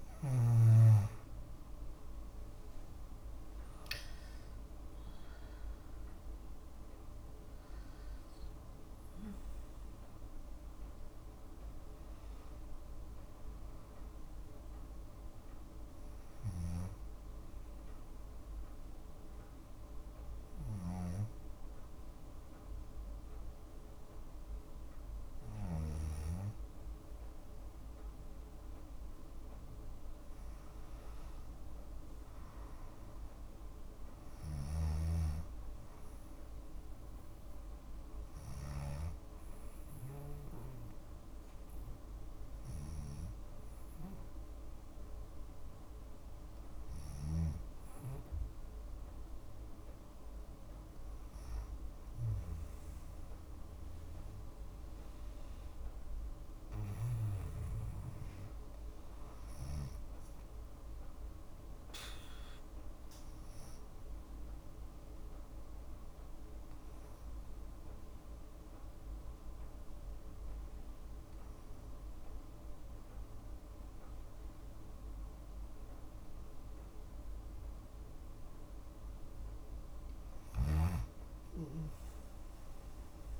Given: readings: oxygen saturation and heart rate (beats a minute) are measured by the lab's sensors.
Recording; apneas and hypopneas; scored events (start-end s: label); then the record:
breathing in sleep by a room microphone; 3
0.00-4.00 s: arousal
4.50-26.50 s: oxygen desaturation (device-marked, oxygen 96% before, 91% lowest, heart rate 59 before, 57 extreme)
16.50-29.00 s: hypopnea (oxygen 96% before, 91% lowest, heart rate 60 before, 57 extreme, up 2 after)
30.50-34.00 s: arousal
39.50-50.50 s: oxygen desaturation (device-marked, oxygen 97% before, 93% lowest, heart rate 58 before, 57 extreme)
40.00-50.00 s: hypopnea (oxygen 97% before, 93% lowest, heart rate 58 before, 57 extreme, up 3 after)
52.50-56.00 s: arousal
64.00-75.50 s: hypopnea (oxygen 97% before, 94% lowest, heart rate 59 before, 56 extreme, up 1 after)
81.00-83.40 s: arousal
From the record:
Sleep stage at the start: N2 (light sleep); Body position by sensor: on the left side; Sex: female